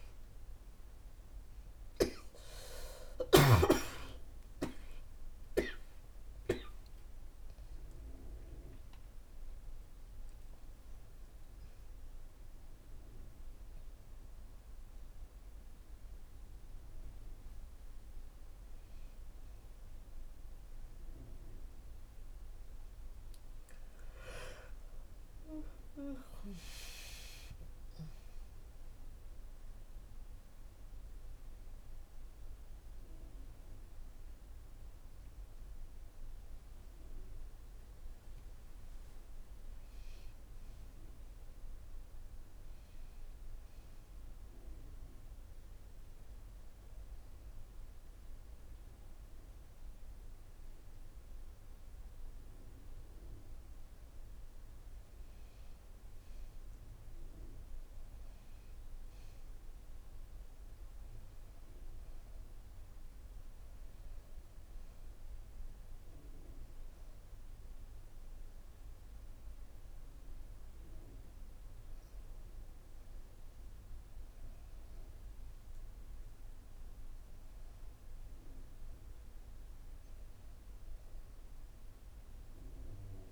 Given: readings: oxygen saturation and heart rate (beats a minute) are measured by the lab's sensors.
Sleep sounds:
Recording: a person partly awake in a sleep study, by a room microphone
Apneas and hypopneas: 1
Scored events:
0.00-3.50 s: snoring (device-marked)
19.00-79.00 s: new sleep stage, N1 (lightest sleep)
45.00-56.00 s: hypopnea (oxygen 99% before, 91% lowest, heart rate 86 before, 81 extreme)
53.00-59.00 s: oxygen desaturation (device-marked, oxygen 99% before, 93% lowest, heart rate 86 before, 81 extreme)
58.50-61.50 s: arousal
61.00-74.00 s: oxygen desaturation (device-marked, oxygen 98% before, 92% lowest, heart rate 84 before, 82 extreme)
79.00-83.32 s: new sleep stage, N2 (light sleep)
79.00-83.32 s: oxygen desaturation (device-marked, oxygen 96% before, 91% lowest, heart rate 83 before, 82 extreme)
From the record:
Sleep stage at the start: awake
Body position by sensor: on the back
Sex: female

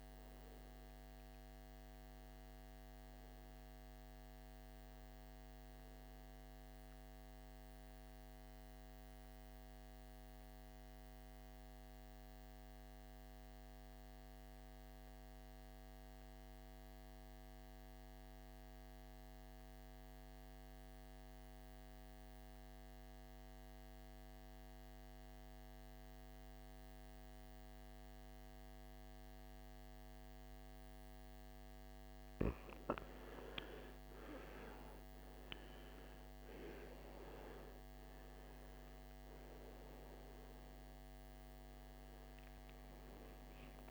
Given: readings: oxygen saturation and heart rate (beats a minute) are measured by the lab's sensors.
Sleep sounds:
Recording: breathing in sleep, hard to hear, by a microphone on the trachea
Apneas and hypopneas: 1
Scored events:
0.00-9.50 s: oxygen desaturation (device-marked, oxygen 85% lowest, heart rate 51 extreme)
6.50-31.00 s: mixed apnea (oxygen 98% before, 83% lowest, heart rate 68 before, 51 extreme, up 18 after)
28.50-43.91 s: oxygen desaturation (device-marked, oxygen 98% before, 83% lowest, heart rate 53 before, 54 extreme)
32.50-36.50 s: arousal
From the record:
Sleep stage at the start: N2 (light sleep)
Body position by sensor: on the back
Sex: male

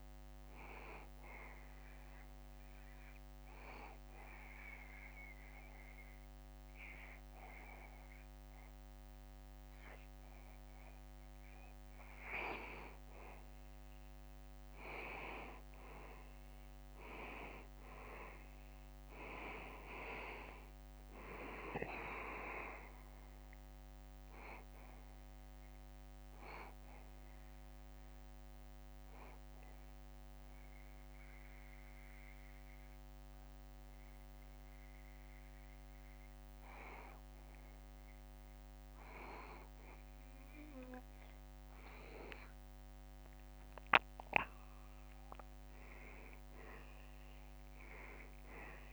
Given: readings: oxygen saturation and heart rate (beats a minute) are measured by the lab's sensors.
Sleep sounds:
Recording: breathing in sleep by a microphone on the trachea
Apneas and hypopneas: 2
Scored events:
0.00-8.00 s: oxygen desaturation (device-marked, oxygen 89% lowest, heart rate 70 extreme)
2.00-12.00 s: obstructive apnea (oxygen 93% before, 89% lowest, heart rate 74 before, 70 extreme, up 1 after)
15.00-18.50 s: arousal
21.00-44.00 s: oxygen desaturation (device-marked, oxygen 95% before, 89% lowest, heart rate 72 before, 73 extreme)
23.00-38.00 s: drop in pulse transit time (device-marked, heart rate 72 before, 72 extreme)
26.50-37.00 s: obstructive apnea (oxygen 95% before, 89% lowest, heart rate 71 before, 74 extreme, up 0 after)
40.50-45.00 s: arousal
From the record:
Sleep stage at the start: N2 (light sleep)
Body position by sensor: on the back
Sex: male

